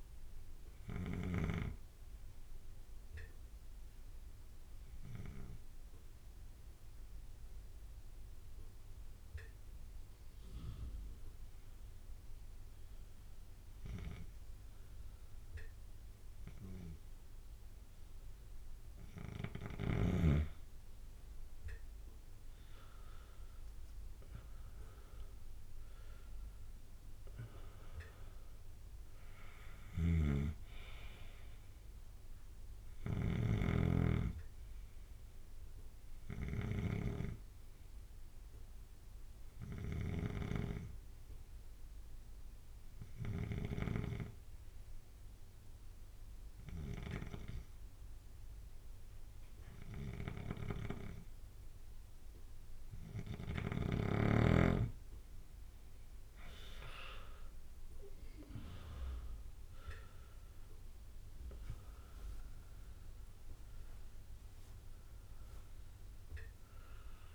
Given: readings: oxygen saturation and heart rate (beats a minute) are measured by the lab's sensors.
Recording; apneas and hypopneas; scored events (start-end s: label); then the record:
breathing in sleep by a room microphone; 2
0.00-2.00 s: bradycardia (device-marked, heart rate 47 extreme)
0.00-11.00 s: oxygen desaturation (device-marked, oxygen 91% lowest)
3.00-67.34 s: bradycardia (device-marked)
3.50-5.50 s: long interval between heartbeats (device-marked, heart rate 86 before, 57 extreme)
3.50-18.50 s: obstructive apnea (oxygen 99% before, 91% lowest)
8.00-9.00 s: drop in pulse transit time (device-marked, heart rate 75 before, 58 extreme)
11.00-18.00 s: drop in pulse transit time (device-marked, heart rate 63 before, 53 extreme)
15.50-17.50 s: long interval between heartbeats (device-marked, heart rate 54 before, 54 extreme)
20.00-22.00 s: drop in pulse transit time (device-marked, heart rate 53 before, 35 extreme)
23.00-27.50 s: arousal
25.50-27.50 s: long interval between heartbeats (device-marked, heart rate 49 before, 43 extreme)
28.00-45.00 s: oxygen desaturation (device-marked, oxygen 98% before, 94% lowest)
30.00-33.50 s: snoring (device-marked)
34.00-36.00 s: long interval between heartbeats (device-marked)
41.00-54.00 s: obstructive apnea (oxygen 100% before, 93% lowest)
44.00-46.00 s: long interval between heartbeats (device-marked)
57.00-62.00 s: arousal
58.00-67.34 s: oxygen desaturation (device-marked, oxygen 98% before, 93% lowest)
63.00-65.00 s: long interval between heartbeats (device-marked)
From the record:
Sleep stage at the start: N2 (light sleep); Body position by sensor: on the left side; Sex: male